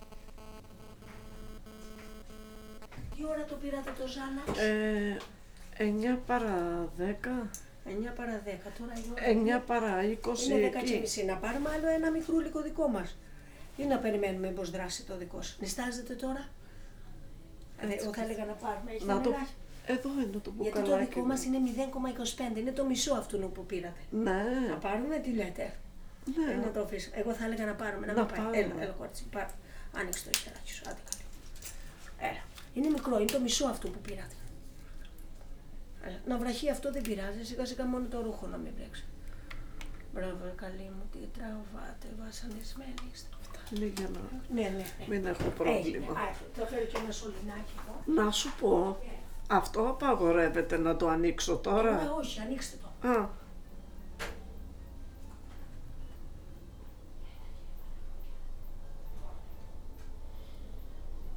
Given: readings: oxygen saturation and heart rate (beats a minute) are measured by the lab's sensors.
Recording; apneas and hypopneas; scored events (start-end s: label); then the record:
a person awake in a sleep study, by a room microphone; none
0.00-4.50 s: oxygen desaturation (device-marked, oxygen 91% lowest, heart rate 78 extreme)
45.00-50.00 s: snoring (device-marked)
47.50-58.50 s: oxygen desaturation (device-marked, oxygen 96% before, 92% lowest, heart rate 171 before, 176 extreme)
From the record:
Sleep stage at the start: awake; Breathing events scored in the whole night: 125 in 4.8 hours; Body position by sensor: on the back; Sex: female